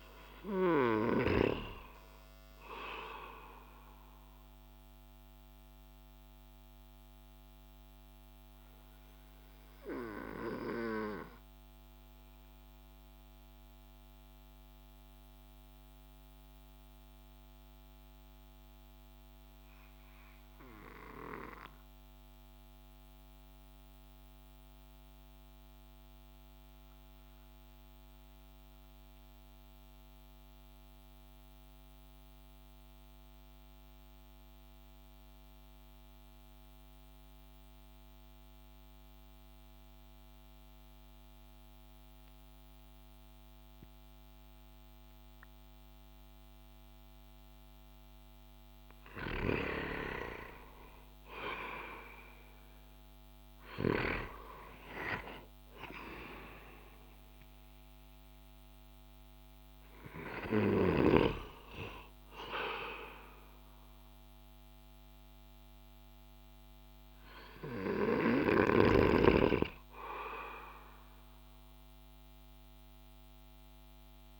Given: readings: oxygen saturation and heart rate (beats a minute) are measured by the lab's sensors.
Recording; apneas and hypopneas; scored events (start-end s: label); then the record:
breathing in sleep by a microphone on the trachea; 1
7.00-47.50 s: obstructive apnea (oxygen 97% before, 90% lowest)
36.00-65.00 s: oxygen desaturation (device-marked, oxygen 98% before, 91% lowest)
48.50-53.50 s: snoring (device-marked)
50.00-54.00 s: arousal
From the record:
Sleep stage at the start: N2 (light sleep); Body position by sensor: on the back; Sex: male